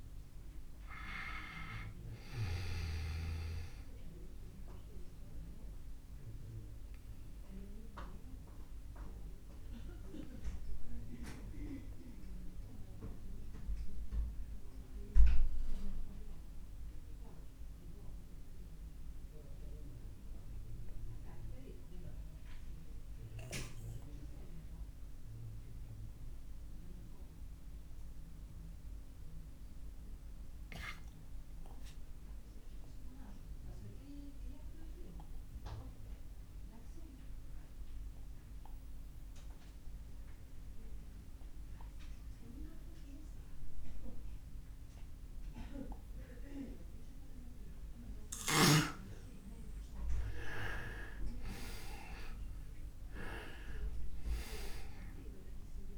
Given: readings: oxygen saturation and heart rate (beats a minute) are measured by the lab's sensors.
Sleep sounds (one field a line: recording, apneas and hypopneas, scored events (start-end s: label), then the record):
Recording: breathing in sleep by a room microphone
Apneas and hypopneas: 1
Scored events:
0.00-22.00 s: oxygen desaturation (device-marked, oxygen 82% lowest, heart rate 26 extreme)
4.50-48.50 s: obstructive apnea (oxygen 98% before, 82% lowest)
39.00-55.98 s: oxygen desaturation (device-marked, oxygen 99% before, 84% lowest)
51.00-55.50 s: arousal
From the record:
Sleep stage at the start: N2 (light sleep)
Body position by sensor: on the back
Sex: male